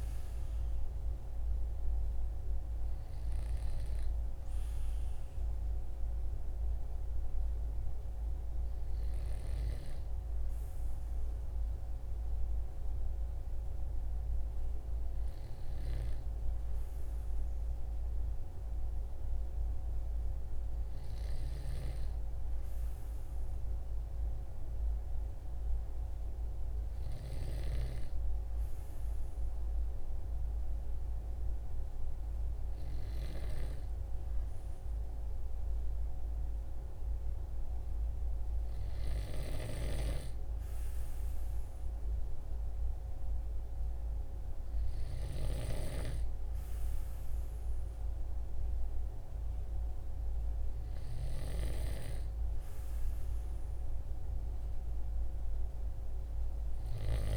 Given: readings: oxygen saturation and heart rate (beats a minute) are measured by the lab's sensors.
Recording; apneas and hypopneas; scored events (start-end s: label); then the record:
breathing in sleep by a room microphone; none
none scored
From the record:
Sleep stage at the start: N2 (light sleep); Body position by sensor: on the back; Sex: male